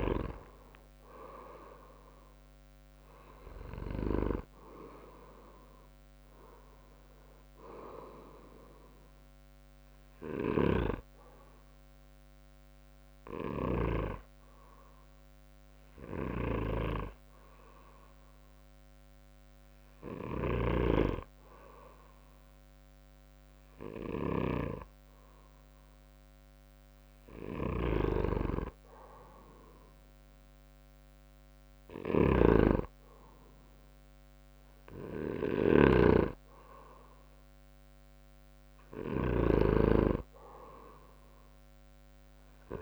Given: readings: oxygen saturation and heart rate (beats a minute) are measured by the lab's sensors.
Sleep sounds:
breathing in sleep by a microphone on the trachea; 1
4.50-8.50 s: arousal
11.50-26.00 s: hypopnea (oxygen 97% before, 94% lowest, heart rate 70 before, 63 extreme, up 7 after)
33.50-37.00 s: arousal
From the record:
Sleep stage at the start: N2 (light sleep); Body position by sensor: on the back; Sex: male

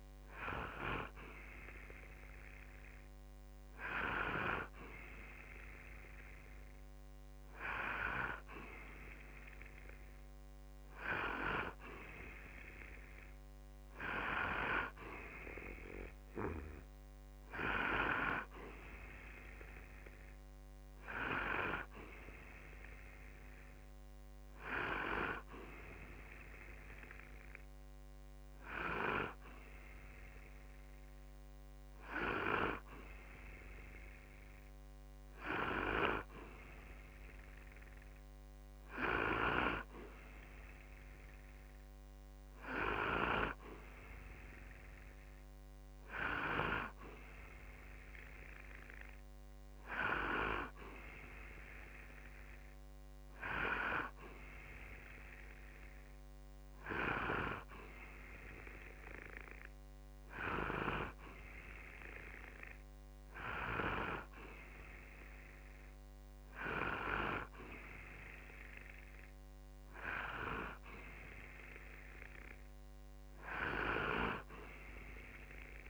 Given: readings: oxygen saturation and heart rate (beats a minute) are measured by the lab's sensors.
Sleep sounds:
breathing in sleep by a microphone on the trachea; none
none scored
From the record:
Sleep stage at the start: N2 (light sleep); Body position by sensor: on the back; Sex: male

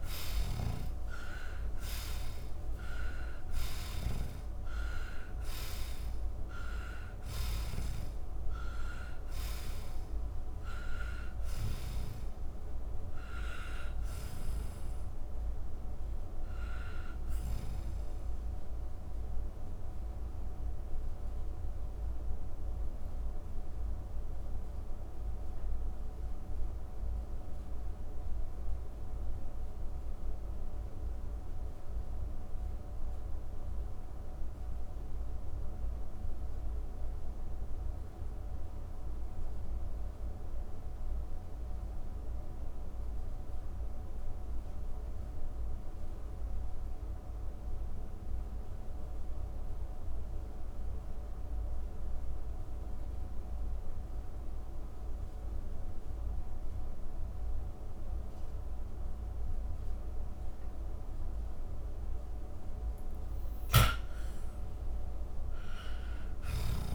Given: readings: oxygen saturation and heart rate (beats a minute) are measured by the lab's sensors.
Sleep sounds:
breathing in sleep by a room microphone; 1
0.00-3.50 s: snoring (device-marked)
0.00-50.00 s: oxygen desaturation (device-marked, oxygen 76% lowest)
11.00-17.00 s: snoring (device-marked)
19.00-62.50 s: mixed apnea (oxygen 94% before, 76% lowest)
62.50-66.00 s: snoring (device-marked)
63.50-66.95 s: arousal
From the record:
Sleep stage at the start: N2 (light sleep); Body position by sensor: on the back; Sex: male

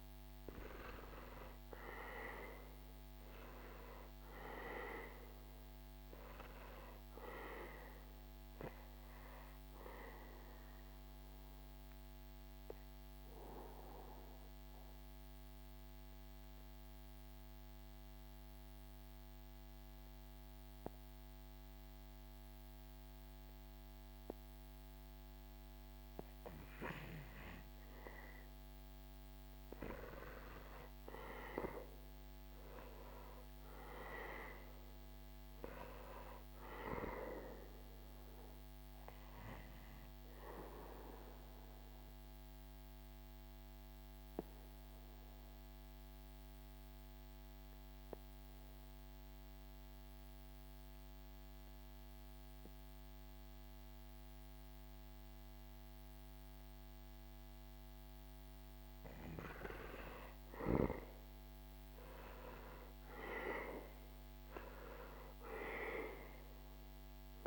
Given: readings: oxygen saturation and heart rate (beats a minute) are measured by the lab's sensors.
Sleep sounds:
breathing in sleep by a microphone on the trachea; 2
0.00-1.50 s: arousal
1.00-23.00 s: oxygen desaturation (device-marked, oxygen 97% before, 93% lowest, heart rate 70 before, 68 extreme)
8.00-26.50 s: obstructive apnea (oxygen 97% before, 92% lowest, heart rate 73 before, 68 extreme, up 11 after)
28.00-32.00 s: arousal
34.00-54.00 s: oxygen desaturation (device-marked, oxygen 98% before, 94% lowest, heart rate 72 before, 68 extreme)
37.00-56.50 s: obstructive apnea (oxygen 98% before, 92% lowest, heart rate 73 before, 68 extreme, up 11 after)
58.50-63.00 s: arousal
61.00-67.47 s: oxygen desaturation (device-marked, oxygen 98% before, 92% lowest, heart rate 72 before, 67 extreme)
From the record:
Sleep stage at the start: N2 (light sleep); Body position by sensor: on the back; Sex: male

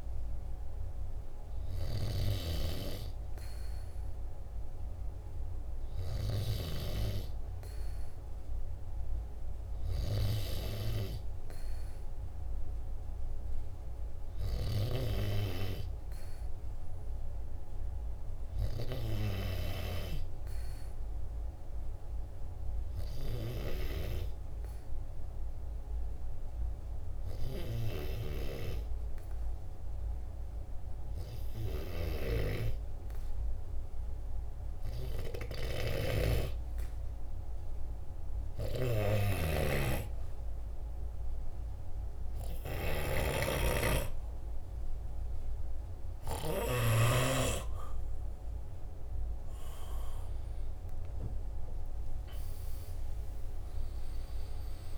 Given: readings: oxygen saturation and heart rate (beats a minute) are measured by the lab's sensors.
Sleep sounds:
breathing in sleep by a room microphone; 1
20.50-45.50 s: obstructive apnea (oxygen 96% before, 93% lowest, heart rate 46 before, 46 extreme, up 5 after)
38.50-46.00 s: snoring (device-marked)
From the record:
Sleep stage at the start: N2 (light sleep); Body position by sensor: on the back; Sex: male

